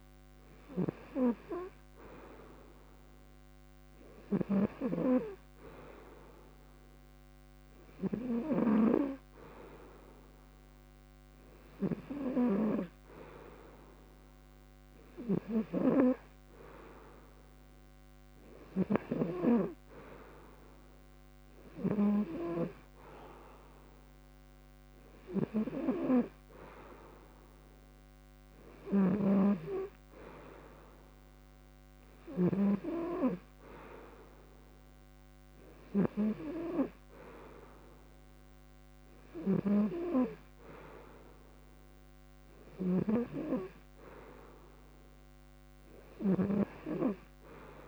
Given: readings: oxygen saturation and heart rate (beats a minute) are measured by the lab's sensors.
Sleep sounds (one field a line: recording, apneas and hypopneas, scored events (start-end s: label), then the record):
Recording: breathing in sleep by a microphone on the trachea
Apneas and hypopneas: none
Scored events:
15.00-19.00 s: snoring (device-marked)
28.50-32.00 s: snoring (device-marked)
42.00-46.00 s: snoring (device-marked)
From the record:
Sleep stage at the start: N2 (light sleep)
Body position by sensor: on the front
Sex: male